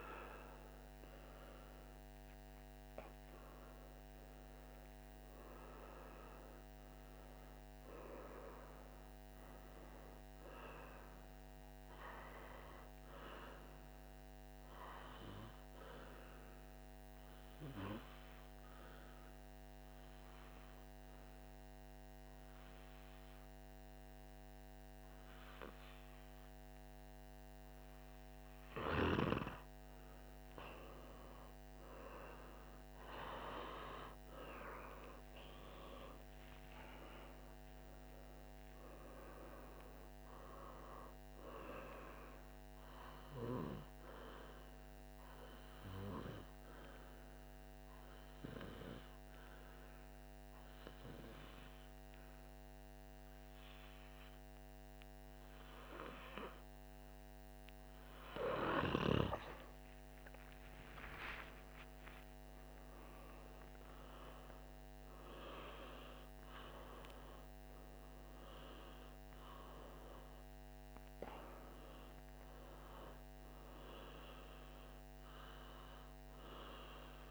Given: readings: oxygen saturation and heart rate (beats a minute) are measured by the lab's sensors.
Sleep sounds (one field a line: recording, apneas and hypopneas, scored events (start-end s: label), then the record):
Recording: breathing in sleep by a microphone on the trachea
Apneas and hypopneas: 2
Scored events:
3.00-17.00 s: oxygen desaturation (device-marked, oxygen 97% before, 93% lowest, heart rate 56 before, 55 extreme)
17.00-30.00 s: obstructive apnea (oxygen 97% before, 94% lowest, heart rate 57 before, 54 extreme, up 1 after)
32.00-36.00 s: arousal
36.00-53.00 s: oxygen desaturation (device-marked, oxygen 97% before, 94% lowest, heart rate 55 before, 54 extreme)
47.00-59.00 s: obstructive apnea (oxygen 97% before, 94% lowest, heart rate 56 before, 54 extreme, up 3 after)
60.00-64.00 s: arousal
From the record:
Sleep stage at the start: N2 (light sleep)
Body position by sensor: on the right side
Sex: male